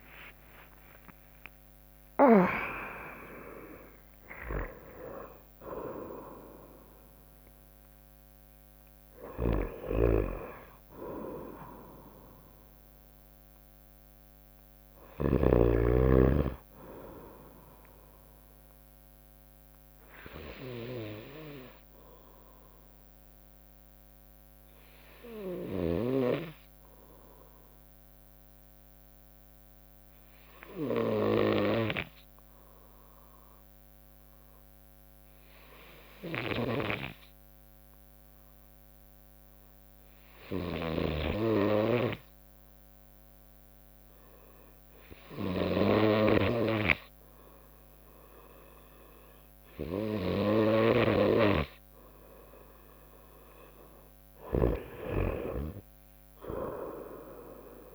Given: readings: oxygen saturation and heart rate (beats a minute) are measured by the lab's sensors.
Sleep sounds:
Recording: breathing in sleep by a microphone on the trachea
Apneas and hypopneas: 1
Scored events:
0.00-2.00 s: arousal
0.00-9.00 s: oxygen desaturation (device-marked, oxygen 89% lowest, heart rate 58 extreme)
0.00-10.00 s: drop in pulse transit time (device-marked, heart rate 72 extreme)
9.50-15.50 s: snoring (device-marked)
14.00-23.00 s: bradycardia (device-marked, heart rate 65 before, 58 extreme)
19.50-51.50 s: obstructive apnea (oxygen 92% before, 89% lowest, heart rate 75 before, 59 extreme, up 6 after)
35.00-40.00 s: bradycardia (device-marked, heart rate 65 before, 59 extreme)
45.00-57.95 s: oxygen desaturation (device-marked, oxygen 98% before, 92% lowest, heart rate 61 before, 60 extreme)
54.00-57.95 s: snoring (device-marked)
55.50-57.95 s: arousal
From the record:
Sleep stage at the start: N2 (light sleep)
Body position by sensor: on the right side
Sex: female

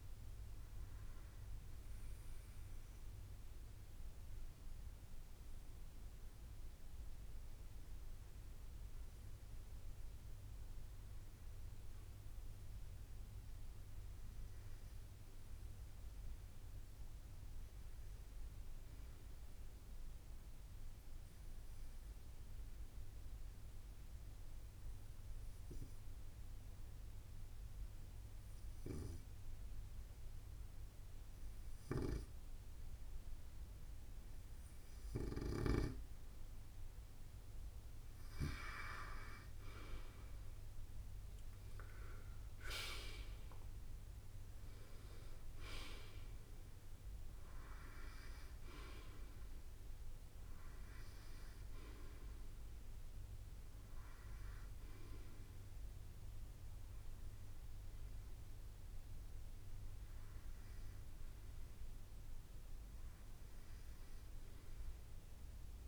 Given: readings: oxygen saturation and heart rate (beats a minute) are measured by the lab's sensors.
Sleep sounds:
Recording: breathing in sleep by a room microphone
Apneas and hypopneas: 1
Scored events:
20.50-34.00 s: obstructive apnea (oxygen 97% before, 93% lowest, heart rate 66 before, 62 extreme, up 2 after)
38.00-52.00 s: drop in pulse transit time (device-marked, heart rate 64 before, 62 extreme)
40.50-44.00 s: arousal
From the record:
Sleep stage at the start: N2 (light sleep)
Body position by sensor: on the right side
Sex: male

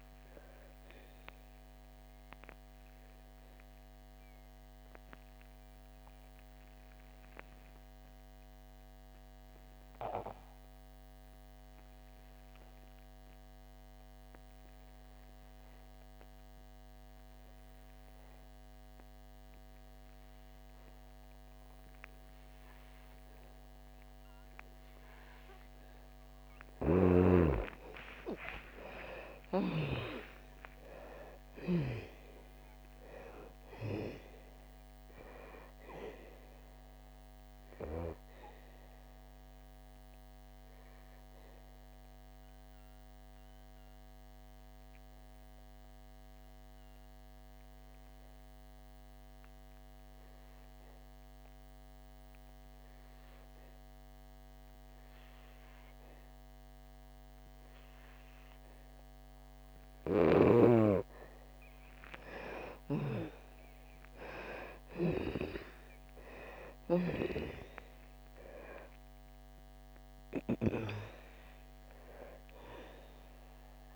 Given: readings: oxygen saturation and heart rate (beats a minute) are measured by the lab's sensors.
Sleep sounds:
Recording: breathing in sleep by a microphone on the trachea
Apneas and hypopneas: 2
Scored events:
0.00-19.50 s: oxygen desaturation (device-marked, oxygen 83% lowest, heart rate 58 extreme)
2.50-26.00 s: obstructive apnea (oxygen 98% before, 83% lowest, heart rate 71 before, 58 extreme)
21.50-53.50 s: oxygen desaturation (device-marked, oxygen 99% before, 84% lowest, heart rate 64 before, 59 extreme)
28.00-31.50 s: arousal
39.50-61.50 s: obstructive apnea (oxygen 99% before, 84% lowest, heart rate 88 before, 59 extreme, up 11 after)
55.50-73.96 s: oxygen desaturation (device-marked, oxygen 99% before, 86% lowest, heart rate 66 before, 59 extreme)
63.00-67.00 s: arousal
From the record:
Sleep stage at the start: N2 (light sleep)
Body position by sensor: on the back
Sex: female

